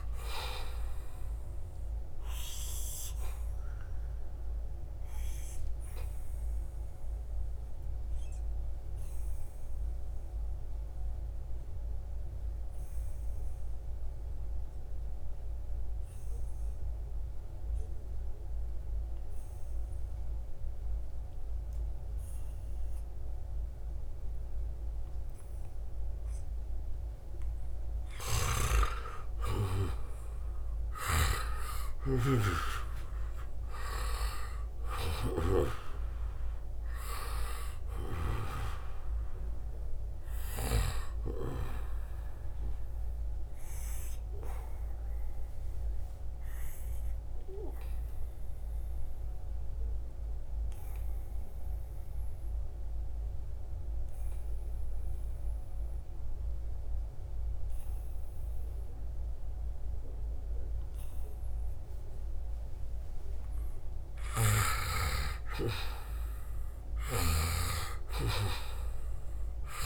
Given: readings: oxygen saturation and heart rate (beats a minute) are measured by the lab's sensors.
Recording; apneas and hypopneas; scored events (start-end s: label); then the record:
breathing in sleep by a room microphone; 2
0.00-17.00 s: oxygen desaturation (device-marked, oxygen 91% lowest, heart rate 68 extreme)
3.00-26.00 s: obstructive apnea (oxygen 98% before, 89% lowest, heart rate 76 before, 68 extreme, up 6 after)
27.00-32.00 s: arousal
30.00-53.00 s: oxygen desaturation (device-marked, oxygen 96% before, 89% lowest, heart rate 72 before, 74 extreme)
42.50-63.00 s: obstructive apnea (oxygen 97% before, 89% lowest, heart rate 74 before, 74 extreme, up 3 after)
64.00-69.00 s: arousal
68.00-69.86 s: oxygen desaturation (device-marked, oxygen 97% before, 92% lowest, heart rate 76 before, 67 extreme)
From the record:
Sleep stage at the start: N2 (light sleep); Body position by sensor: on the right side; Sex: male